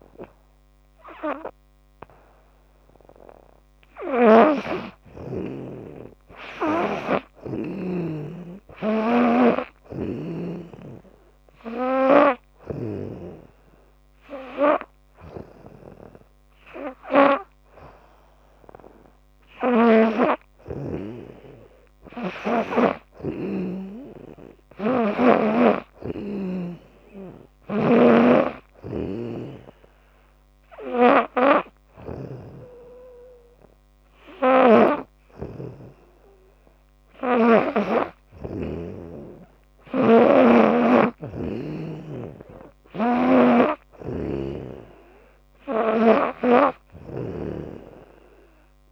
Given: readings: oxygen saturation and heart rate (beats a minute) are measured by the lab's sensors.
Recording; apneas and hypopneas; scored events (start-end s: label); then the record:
breathing in sleep by a microphone on the trachea; none
4.00-7.50 s: snoring (device-marked)
27.00-32.00 s: snoring (device-marked)
34.00-37.50 s: snoring (device-marked)
39.50-47.00 s: snoring (device-marked)
From the record:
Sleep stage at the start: N3 (deep sleep); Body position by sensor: on the back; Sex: female